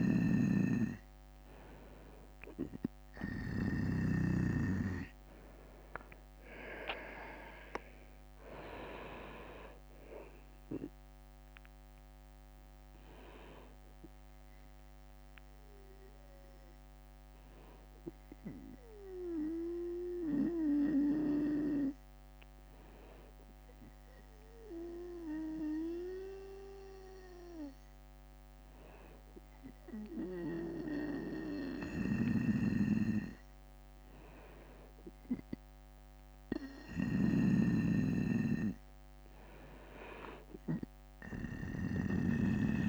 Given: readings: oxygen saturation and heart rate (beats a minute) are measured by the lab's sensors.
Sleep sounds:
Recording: breathing in sleep by a microphone on the trachea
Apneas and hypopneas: 1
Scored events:
0.00-3.00 s: snoring (device-marked)
0.00-4.50 s: arousal
0.50-2.50 s: leg movement (device-marked)
12.50-41.50 s: bradycardia (device-marked, heart rate 57 before, 55 extreme)
16.00-33.00 s: hypopnea (oxygen 98% before, 96% lowest, heart rate 61 before, 50 extreme, up 2 after)
31.00-41.50 s: snoring (device-marked)
36.00-39.00 s: arousal
40.50-42.89 s: drop in pulse transit time (device-marked, heart rate 57 before, 52 extreme)
From the record:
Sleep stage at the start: N2 (light sleep)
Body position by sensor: on the right side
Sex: male

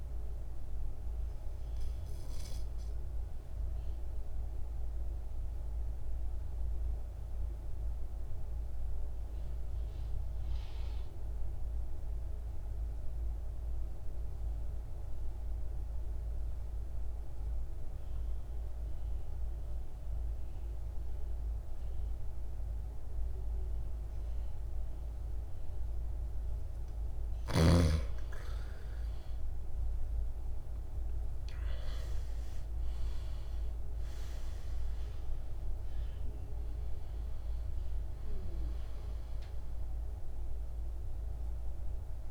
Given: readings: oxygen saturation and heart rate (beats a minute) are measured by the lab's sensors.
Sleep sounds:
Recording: breathing in sleep, hard to hear, by a room microphone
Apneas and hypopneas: 1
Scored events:
0.00-15.50 s: oxygen desaturation (device-marked, oxygen 86% lowest, heart rate 51 extreme)
2.50-27.50 s: mixed apnea (oxygen 100% before, 82% lowest, heart rate 58 before, 50 extreme, up 17 after)
27.50-42.31 s: oxygen desaturation (device-marked, oxygen 98% before, 82% lowest, heart rate 54 before, 50 extreme)
29.50-33.50 s: arousal
From the record:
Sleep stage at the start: N2 (light sleep)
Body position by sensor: on the back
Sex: male

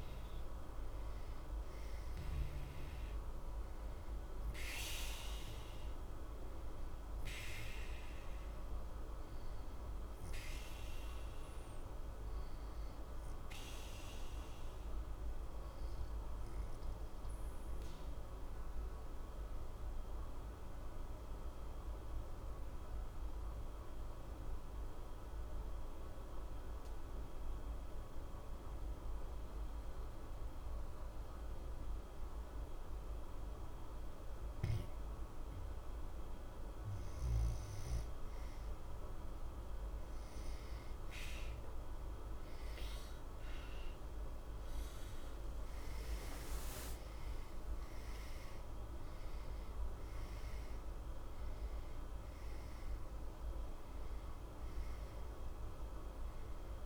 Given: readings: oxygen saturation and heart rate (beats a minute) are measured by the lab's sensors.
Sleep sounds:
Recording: breathing in sleep, hard to hear, by a room microphone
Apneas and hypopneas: 1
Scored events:
9.00-23.00 s: oxygen desaturation (device-marked, oxygen 91% before, 87% lowest, heart rate 60 before, 60 extreme)
13.00-33.00 s: obstructive apnea (oxygen 93% before, 87% lowest, heart rate 60 before, 60 extreme, up 0 after)
35.50-40.50 s: arousal
From the record:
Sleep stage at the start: N2 (light sleep)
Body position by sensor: on the back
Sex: male

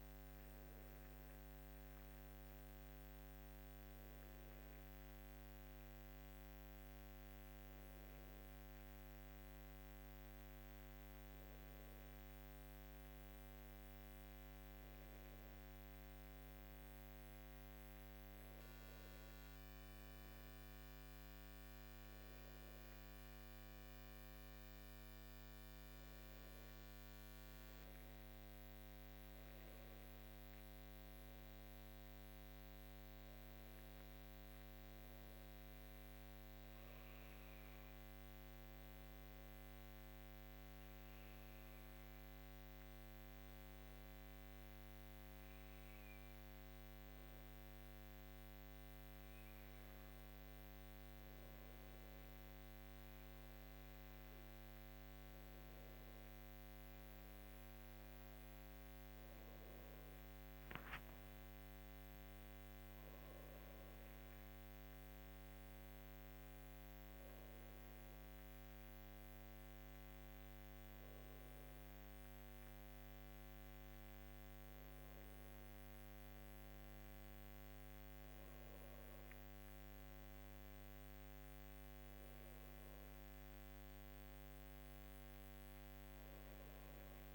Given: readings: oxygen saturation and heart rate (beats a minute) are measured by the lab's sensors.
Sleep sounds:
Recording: breathing in sleep, hard to hear, by a microphone on the trachea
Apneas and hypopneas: 1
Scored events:
38.00-58.50 s: obstructive apnea (oxygen 99% before, 96% lowest, heart rate 58 before, 53 extreme, up 13 after)
62.00-66.00 s: arousal
From the record:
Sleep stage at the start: N2 (light sleep)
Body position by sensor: on the left side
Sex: female

